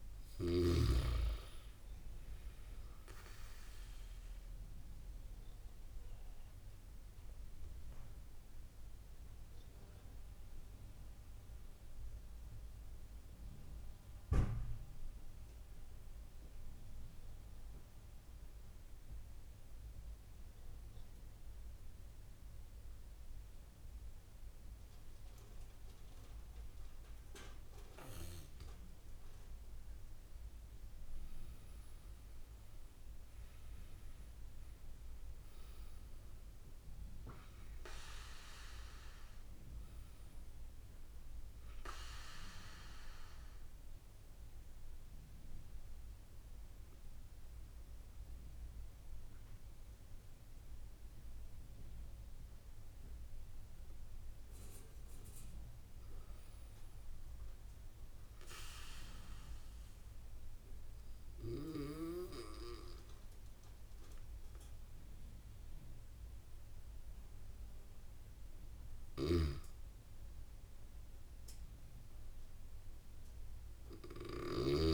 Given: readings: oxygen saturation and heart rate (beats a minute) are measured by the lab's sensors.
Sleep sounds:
breathing in sleep by a room microphone; 2
0.00-1.00 s: snoring (device-marked)
0.00-1.50 s: arousal
5.00-27.00 s: obstructive apnea (oxygen 98% before, 94% lowest)
29.50-32.50 s: arousal
42.50-55.50 s: obstructive apnea (oxygen 97% before, 93% lowest)
57.50-62.00 s: arousal
73.50-74.94 s: arousal
From the record:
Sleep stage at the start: N2 (light sleep); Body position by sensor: on the back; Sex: male

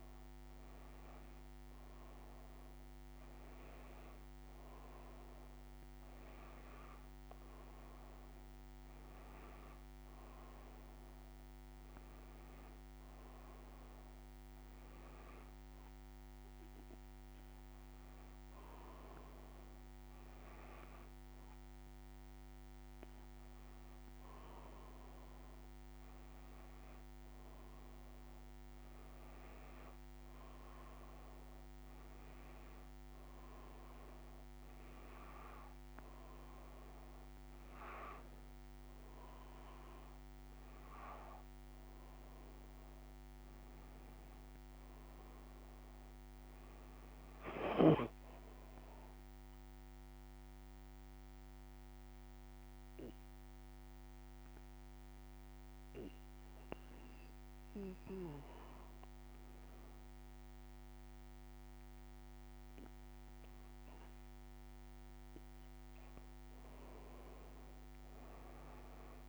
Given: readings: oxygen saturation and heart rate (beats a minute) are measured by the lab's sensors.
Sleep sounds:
breathing in sleep, hard to hear, by a microphone on the trachea; none
none scored
From the record:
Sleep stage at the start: N2 (light sleep); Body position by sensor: on the back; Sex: female

